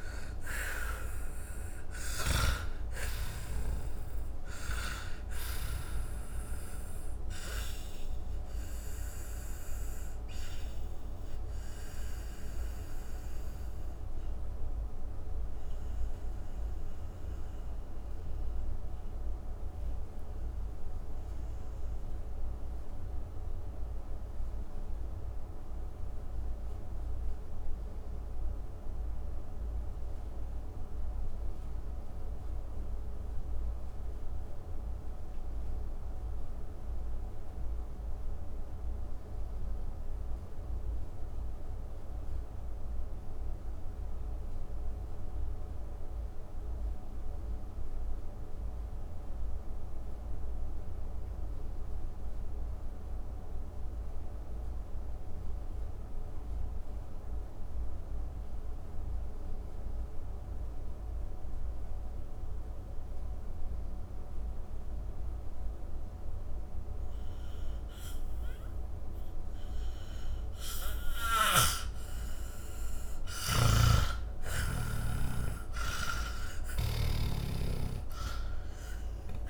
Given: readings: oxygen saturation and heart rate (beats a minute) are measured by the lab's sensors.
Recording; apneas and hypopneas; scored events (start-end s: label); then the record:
breathing in sleep by a room microphone; 1
0.00-2.00 s: snoring (device-marked)
0.00-37.50 s: oxygen desaturation (device-marked, oxygen 80% lowest)
8.50-70.00 s: mixed apnea (oxygen 97% before, 79% lowest)
63.50-79.50 s: oxygen desaturation (device-marked, oxygen 98% before, 79% lowest)
72.50-78.50 s: arousal
73.00-76.50 s: snoring (device-marked)
78.50-79.50 s: snoring (device-marked)
From the record:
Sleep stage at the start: N2 (light sleep); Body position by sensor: on the back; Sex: male